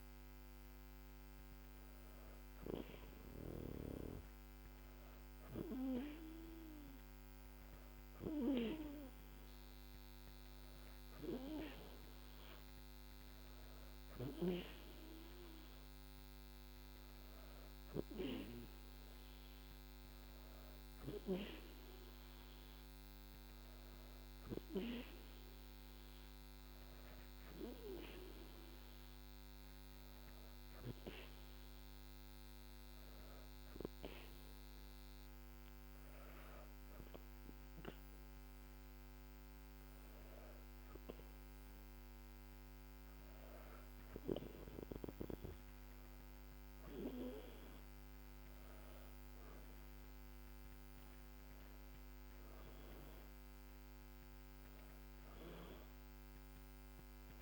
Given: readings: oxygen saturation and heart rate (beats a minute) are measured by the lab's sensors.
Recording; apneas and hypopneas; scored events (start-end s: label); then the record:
breathing in sleep by a microphone on the trachea; none
51.00-55.50 s: arousal
From the record:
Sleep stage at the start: N2 (light sleep); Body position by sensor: on the back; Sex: female